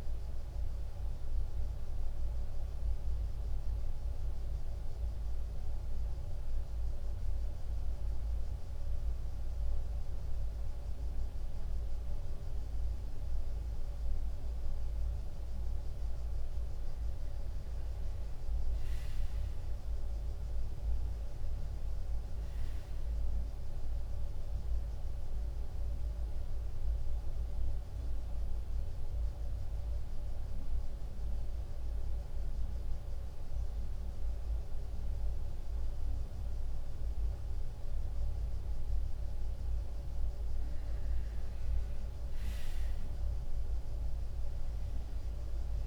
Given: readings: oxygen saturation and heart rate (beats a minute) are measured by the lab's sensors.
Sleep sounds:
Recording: breathing in sleep, hard to hear, by a room microphone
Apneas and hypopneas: 2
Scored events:
0.00-5.00 s: drop in pulse transit time (device-marked, heart rate 82 extreme)
4.00-17.50 s: central apnea (oxygen 95% before, 93% lowest, heart rate 89 before, 90 extreme, up 2 after)
18.00-22.00 s: arousal
25.00-39.00 s: mixed apnea (oxygen 97% before, 92% lowest, heart rate 91 before, 90 extreme, up 0 after)
42.00-45.87 s: arousal
42.00-45.87 s: drop in pulse transit time (device-marked, heart rate 93 before, 90 extreme)
From the record:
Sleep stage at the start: N2 (light sleep)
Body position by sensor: on the right side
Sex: male

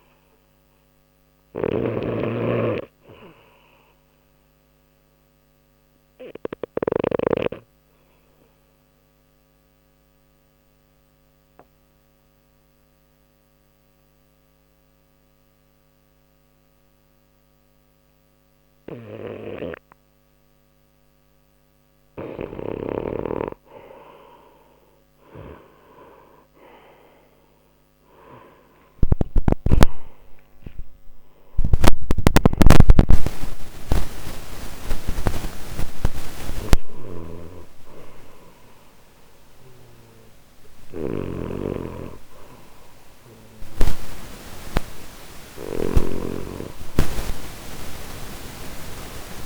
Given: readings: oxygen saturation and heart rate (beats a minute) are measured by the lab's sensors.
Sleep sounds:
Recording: breathing in sleep by a microphone on the trachea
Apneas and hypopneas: 1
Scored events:
0.00-6.50 s: snoring (device-marked)
0.00-22.50 s: oxygen desaturation (device-marked, oxygen 86% lowest, heart rate 59 extreme)
4.50-20.50 s: obstructive apnea (oxygen 94% before, 86% lowest, heart rate 62 before, 59 extreme, up 1 after)
24.00-27.50 s: arousal
36.50-49.46 s: snoring (device-marked)
From the record:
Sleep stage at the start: N2 (light sleep)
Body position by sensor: on the left side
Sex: male

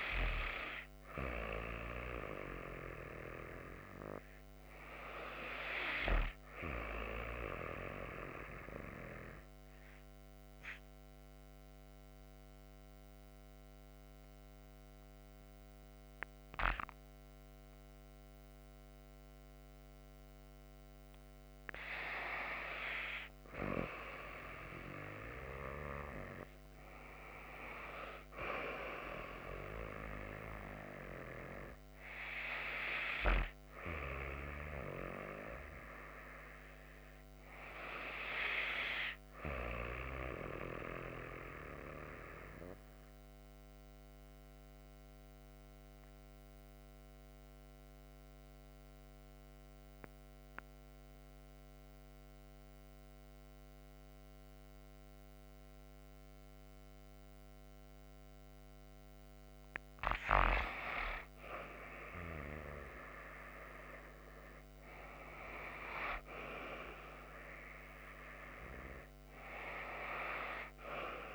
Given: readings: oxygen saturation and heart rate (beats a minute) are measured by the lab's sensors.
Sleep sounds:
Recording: breathing in sleep by a microphone on the trachea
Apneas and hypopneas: 2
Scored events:
1.50-5.00 s: arousal
9.00-22.00 s: obstructive apnea (oxygen 95% before, 91% lowest)
23.00-27.00 s: arousal
41.50-53.50 s: oxygen desaturation (device-marked, oxygen 95% before, 91% lowest)
41.50-60.50 s: obstructive apnea (oxygen 95% before, 88% lowest)
63.00-68.00 s: arousal
68.50-71.35 s: oxygen desaturation (device-marked, oxygen 96% before, 88% lowest)
From the record:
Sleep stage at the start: N2 (light sleep)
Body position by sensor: on the back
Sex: female

